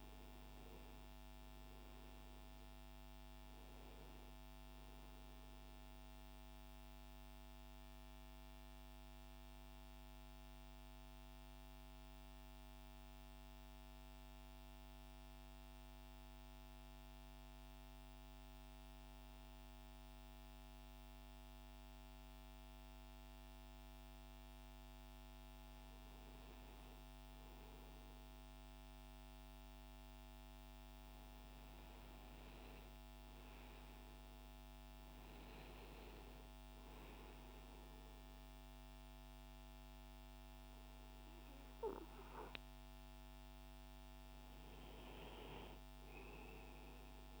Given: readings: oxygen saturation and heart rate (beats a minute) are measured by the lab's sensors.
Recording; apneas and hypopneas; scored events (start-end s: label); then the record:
breathing in sleep, hard to hear, by a microphone on the trachea; 1
0.00-3.00 s: oxygen desaturation (device-marked, oxygen 93% lowest, heart rate 38 extreme)
6.00-25.50 s: mixed apnea (oxygen 98% before, 91% lowest)
28.50-32.00 s: arousal
30.00-47.00 s: oxygen desaturation (device-marked, oxygen 97% before, 94% lowest, heart rate 71 before, 102 extreme)
From the record:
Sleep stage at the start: N2 (light sleep); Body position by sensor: on the right side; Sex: male